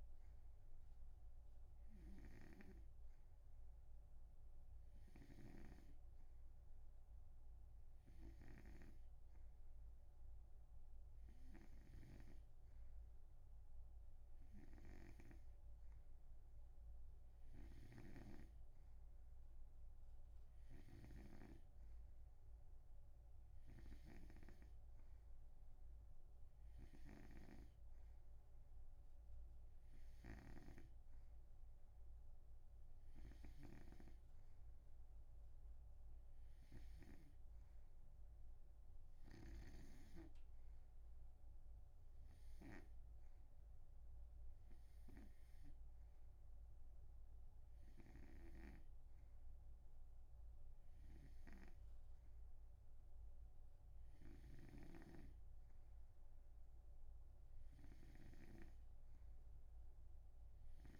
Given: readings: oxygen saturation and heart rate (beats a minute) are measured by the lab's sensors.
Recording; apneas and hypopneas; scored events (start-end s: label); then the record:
breathing in sleep by a room microphone; none
0.00-9.00 s: snoring (device-marked)
48.50-60.99 s: snoring (device-marked)
From the record:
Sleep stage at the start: N2 (light sleep); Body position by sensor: on the right side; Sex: male